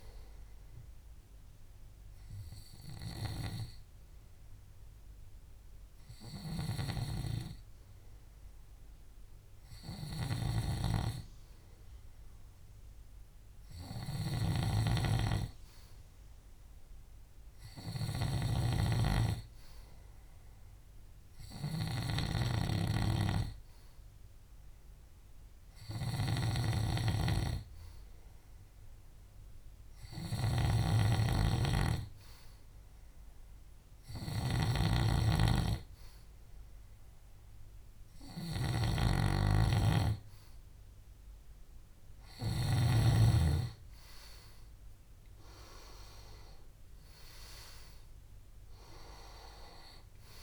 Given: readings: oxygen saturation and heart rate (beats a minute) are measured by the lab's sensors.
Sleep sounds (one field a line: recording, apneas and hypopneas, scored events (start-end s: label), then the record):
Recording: breathing in sleep by a room microphone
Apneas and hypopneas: 1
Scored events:
6.50-43.00 s: snoring (device-marked)
22.00-40.00 s: hypopnea (oxygen 97% before, 93% lowest, heart rate 66 before, 64 extreme, up 5 after)
43.00-47.50 s: arousal
From the record:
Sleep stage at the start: N2 (light sleep)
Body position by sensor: on the back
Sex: male